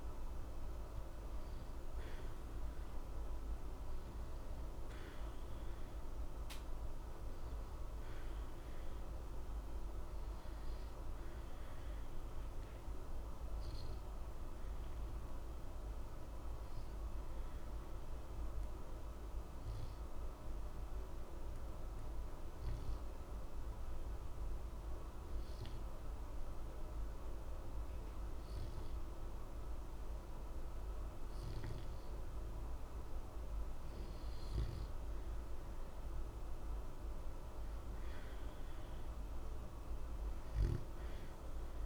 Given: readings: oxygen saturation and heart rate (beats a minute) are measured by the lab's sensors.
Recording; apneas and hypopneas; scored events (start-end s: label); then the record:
breathing in sleep, hard to hear, by a room microphone; 1
0.50-28.50 s: oxygen desaturation (device-marked, oxygen 94% before, 89% lowest, heart rate 61 before, 60 extreme)
15.00-33.50 s: obstructive apnea (oxygen 94% before, 89% lowest, heart rate 60 before, 60 extreme, up 0 after)
39.00-41.86 s: arousal
From the record:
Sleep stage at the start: N2 (light sleep); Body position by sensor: on the back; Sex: male